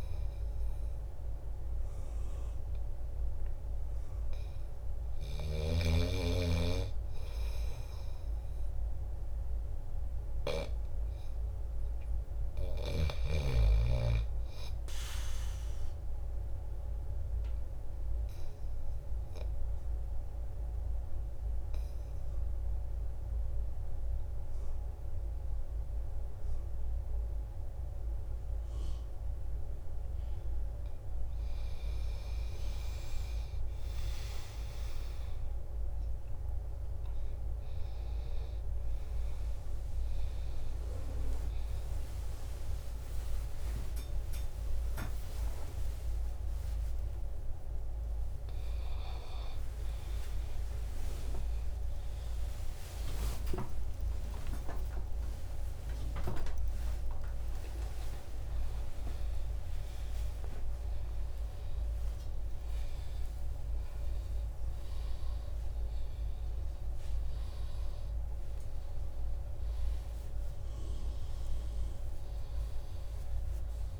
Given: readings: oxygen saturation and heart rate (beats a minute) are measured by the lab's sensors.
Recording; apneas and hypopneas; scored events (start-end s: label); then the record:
a person partly awake in a sleep study, by a room microphone; 1
0.00-7.00 s: oxygen desaturation (device-marked, oxygen 91% lowest, heart rate 73 extreme)
15.50-29.00 s: obstructive apnea (oxygen 97% before, 91% lowest, heart rate 79 before, 73 extreme, up 15 after)
42.00-74.00 s: new sleep stage, awake
47.00-49.00 s: long interval between heartbeats (device-marked, heart rate 82 before, 96 extreme)
52.00-54.00 s: long interval between heartbeats (device-marked, heart rate 89 before, 109 extreme)
From the record:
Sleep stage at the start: N2 (light sleep); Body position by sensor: on the back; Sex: male